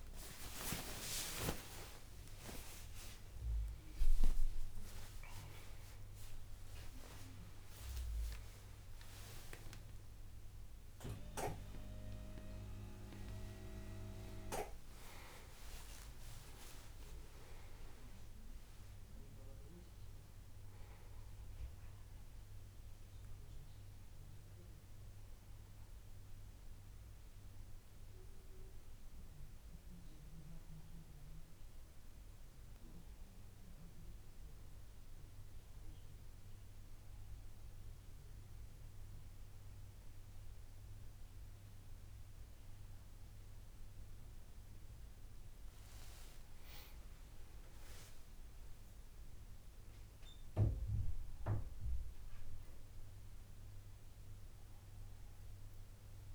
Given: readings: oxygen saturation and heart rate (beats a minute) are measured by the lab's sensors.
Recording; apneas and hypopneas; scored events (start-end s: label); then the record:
a person partly awake in a sleep study, by a room microphone; 1
3.00-15.00 s: oxygen desaturation (device-marked, oxygen 99% before, 96% lowest, heart rate 73 before, 72 extreme)
5.00-56.35 s: new sleep stage, N2 (light sleep)
35.00-46.00 s: hypopnea (oxygen 98% before, 92% lowest, heart rate 77 before, 76 extreme, up 5 after)
43.00-56.35 s: oxygen desaturation (device-marked, oxygen 98% before, 92% lowest, heart rate 75 before, 76 extreme)
48.00-51.50 s: arousal
From the record:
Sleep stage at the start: awake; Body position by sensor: on the back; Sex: male